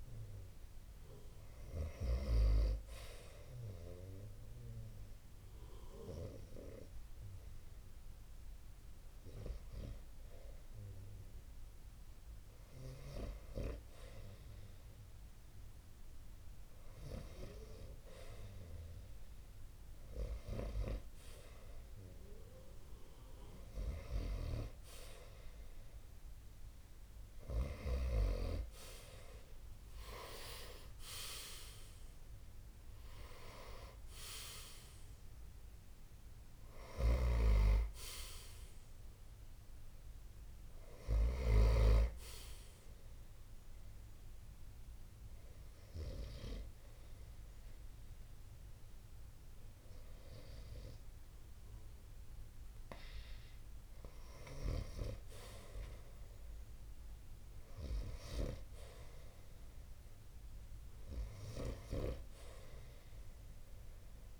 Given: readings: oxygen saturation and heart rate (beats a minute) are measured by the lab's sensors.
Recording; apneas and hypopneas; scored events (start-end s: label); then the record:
breathing in sleep by a room microphone; 2
3.50-13.50 s: hypopnea (oxygen 87% before, 82% lowest)
22.50-35.50 s: oxygen desaturation (device-marked, oxygen 87% before, 82% lowest)
25.00-29.00 s: arousal
36.00-41.00 s: snoring (device-marked)
42.50-53.50 s: obstructive apnea (oxygen 87% before, 81% lowest)
56.00-60.00 s: arousal
60.50-64.40 s: oxygen desaturation (device-marked, oxygen 94% before, 88% lowest)
From the record:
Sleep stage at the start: REM sleep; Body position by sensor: on the right side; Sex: male